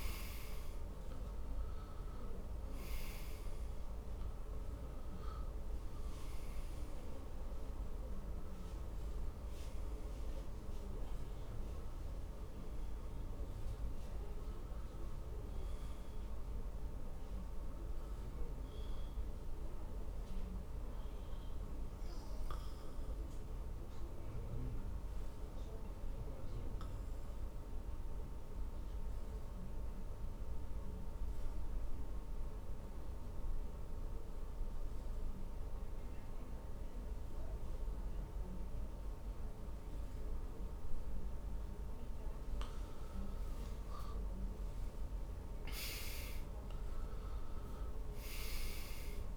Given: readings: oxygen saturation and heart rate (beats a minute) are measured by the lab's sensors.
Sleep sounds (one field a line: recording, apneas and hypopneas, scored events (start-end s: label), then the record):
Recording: breathing in sleep, hard to hear, by a room microphone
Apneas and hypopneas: 1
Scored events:
20.50-44.00 s: obstructive apnea (oxygen 98% before, 90% lowest, heart rate 65 before, 46 extreme, up 18 after)
30.00-37.00 s: oxygen desaturation (device-marked, oxygen 96% before, 90% lowest, heart rate 56 before, 51 extreme)
45.50-49.37 s: arousal
From the record:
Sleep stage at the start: N2 (light sleep)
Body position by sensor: on the back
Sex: male